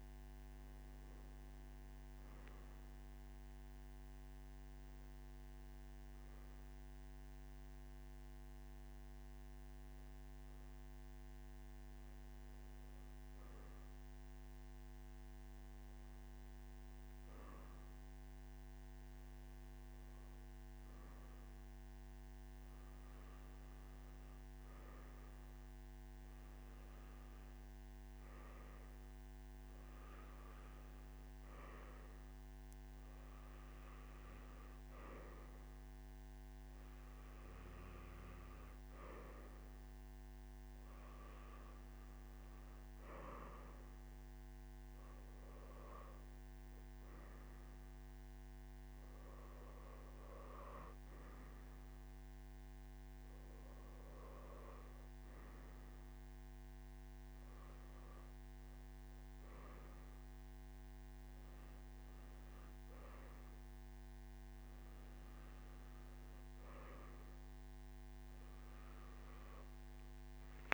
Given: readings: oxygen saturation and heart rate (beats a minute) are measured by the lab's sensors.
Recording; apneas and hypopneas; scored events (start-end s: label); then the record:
breathing in sleep, hard to hear, by a microphone on the trachea; 1
7.50-32.00 s: hypopnea (oxygen 97% before, 93% lowest, heart rate 63 before, 57 extreme, up 1 after)
From the record:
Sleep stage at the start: N3 (deep sleep); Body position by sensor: on the right side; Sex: male